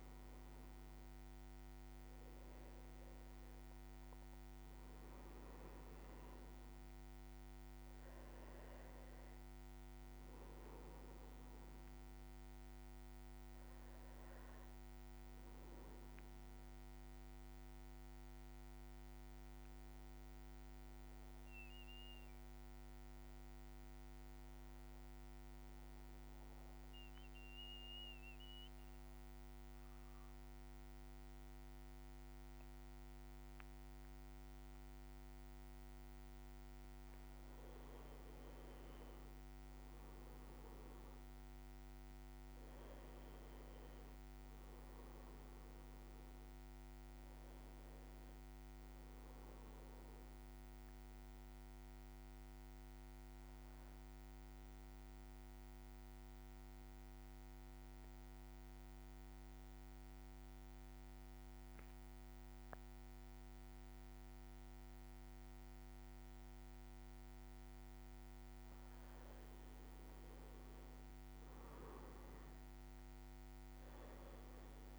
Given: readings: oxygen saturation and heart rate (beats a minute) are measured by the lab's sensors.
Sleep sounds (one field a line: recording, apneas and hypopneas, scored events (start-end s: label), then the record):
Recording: breathing in sleep, hard to hear, by a microphone on the trachea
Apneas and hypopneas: 2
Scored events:
17.00-36.50 s: mixed apnea (oxygen 99% before, 94% lowest, heart rate 58 before, 53 extreme, up 2 after)
39.00-43.50 s: arousal
42.50-62.50 s: oxygen desaturation (device-marked, oxygen 98% before, 94% lowest, heart rate 55 before, 53 extreme)
54.50-68.50 s: obstructive apnea (oxygen 99% before, 94% lowest, heart rate 56 before, 52 extreme, up 5 after)
71.50-74.99 s: arousal
From the record:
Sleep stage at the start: N1 (lightest sleep)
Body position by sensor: on the back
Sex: male